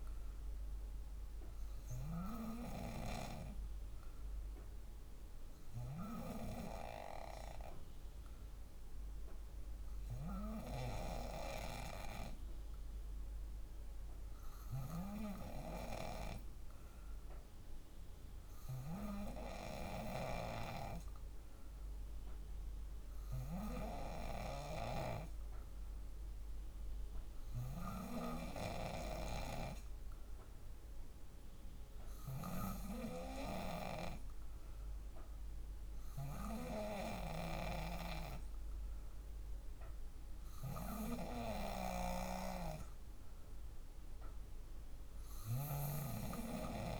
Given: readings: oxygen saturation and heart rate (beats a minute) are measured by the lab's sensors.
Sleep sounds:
breathing in sleep by a room microphone; none
41.50-45.50 s: snoring (device-marked)
From the record:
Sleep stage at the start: N2 (light sleep); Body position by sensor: on the back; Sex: female

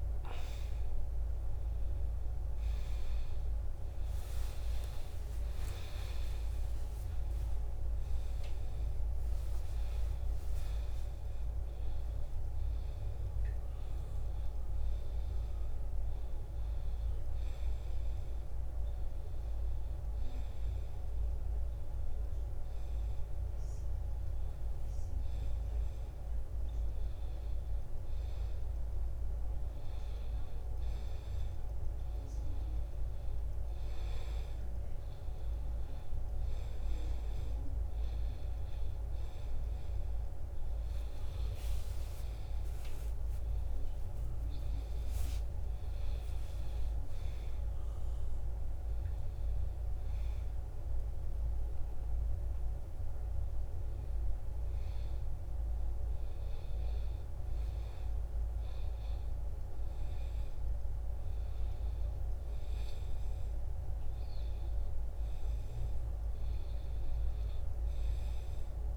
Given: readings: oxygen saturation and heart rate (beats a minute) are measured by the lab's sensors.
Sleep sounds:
a person awake in a sleep study, hard to hear, by a room microphone; none
60.00-68.96 s: new sleep stage, N2 (light sleep)
From the record:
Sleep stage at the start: awake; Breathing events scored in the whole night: 322 in 4.0 hours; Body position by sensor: on the back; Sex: male

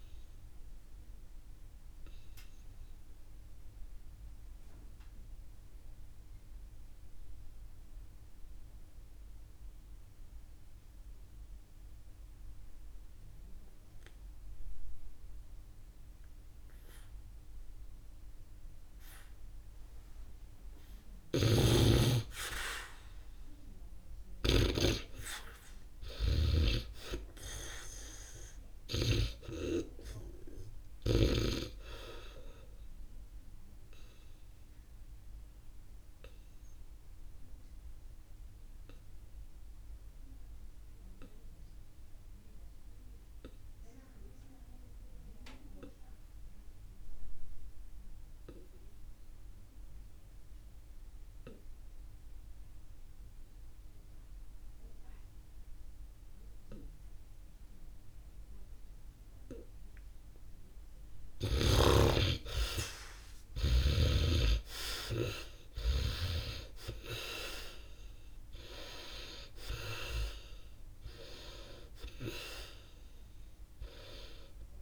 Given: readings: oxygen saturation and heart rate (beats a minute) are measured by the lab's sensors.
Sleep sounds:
breathing in sleep by a room microphone; 2
0.00-11.50 s: oxygen desaturation (device-marked, oxygen 68% lowest, heart rate 47 extreme)
0.50-20.50 s: obstructive apnea (oxygen 97% before, 67% lowest, heart rate 59 before, 59 extreme)
21.00-29.00 s: snoring (device-marked)
22.00-26.00 s: arousal
23.50-42.50 s: oxygen desaturation (device-marked, oxygen 100% before, 82% lowest, heart rate 67 before, 47 extreme)
35.50-60.00 s: obstructive apnea (oxygen 100% before, 67% lowest, heart rate 63 before, 47 extreme, up 10 after)
50.50-74.82 s: oxygen desaturation (device-marked, oxygen 97% before, 67% lowest, heart rate 66 before, 47 extreme)
62.50-67.00 s: arousal
From the record:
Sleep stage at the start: N2 (light sleep); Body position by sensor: on the back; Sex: male

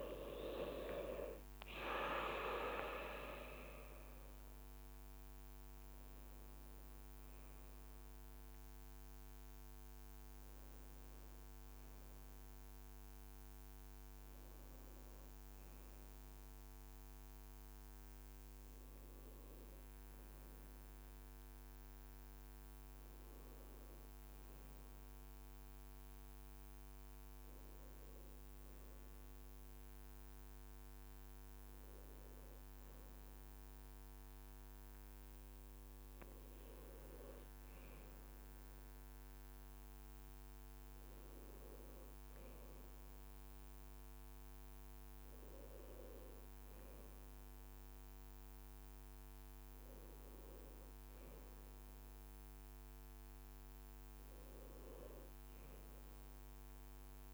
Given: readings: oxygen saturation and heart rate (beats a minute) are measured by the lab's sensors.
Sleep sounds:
a person partly awake in a sleep study, by a microphone on the trachea; 1
0.00-2.50 s: leg movement (device-marked)
10.50-40.50 s: new sleep stage, N1 (lightest sleep)
21.50-34.50 s: hypopnea (oxygen 97% before, 91% lowest, heart rate 60 before, 58 extreme, up 1 after)
34.50-41.00 s: leg movement (device-marked)
37.50-41.50 s: arousal
40.50-57.34 s: new sleep stage, N2 (light sleep)
47.50-49.50 s: oxygen desaturation (device-marked, oxygen 98% before, 96% lowest, heart rate 59 before, 57 extreme)
From the record:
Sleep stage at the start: awake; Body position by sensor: on the right side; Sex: male

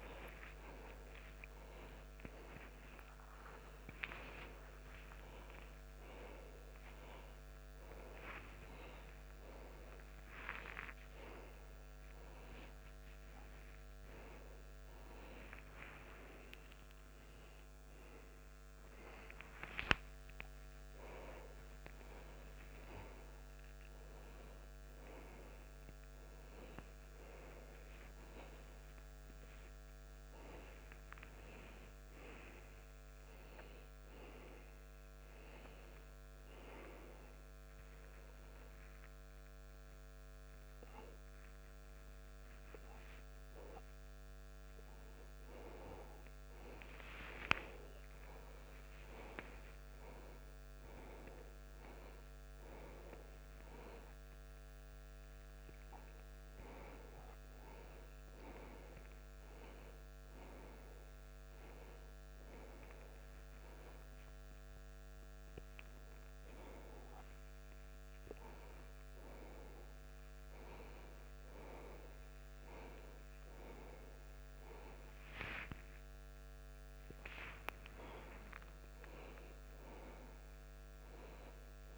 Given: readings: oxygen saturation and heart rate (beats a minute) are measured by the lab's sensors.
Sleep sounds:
a person awake in a sleep study, by a microphone on the trachea; none
none scored
From the record:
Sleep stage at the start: awake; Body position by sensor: on the back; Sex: male

